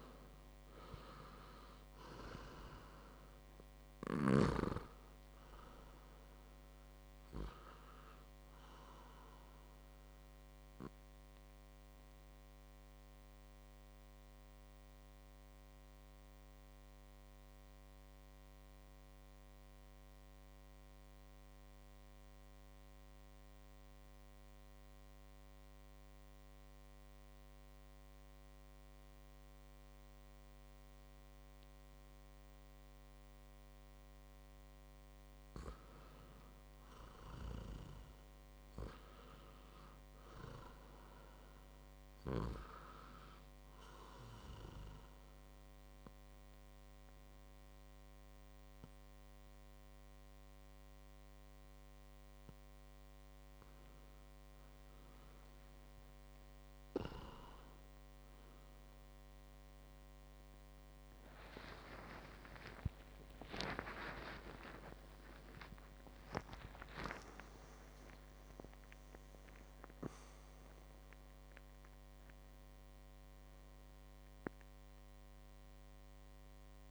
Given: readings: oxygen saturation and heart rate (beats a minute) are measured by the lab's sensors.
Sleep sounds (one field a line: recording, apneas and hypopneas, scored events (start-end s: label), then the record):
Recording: breathing in sleep by a microphone on the trachea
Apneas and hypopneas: 2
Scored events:
0.00-20.50 s: oxygen desaturation (device-marked, oxygen 89% lowest, heart rate 53 extreme)
10.50-34.00 s: obstructive apnea (oxygen 100% before, 89% lowest, heart rate 58 before, 53 extreme, up 5 after)
35.50-39.50 s: arousal
40.50-62.50 s: oxygen desaturation (device-marked, oxygen 99% before, 93% lowest)
44.00-56.00 s: obstructive apnea (oxygen 99% before, 93% lowest)
57.50-76.91 s: new sleep stage, N1 (lightest sleep)
60.50-72.50 s: tachycardia (device-marked, heart rate 58 before, 138 extreme)
63.00-67.50 s: arousal
From the record:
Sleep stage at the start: REM sleep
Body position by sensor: on the back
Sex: male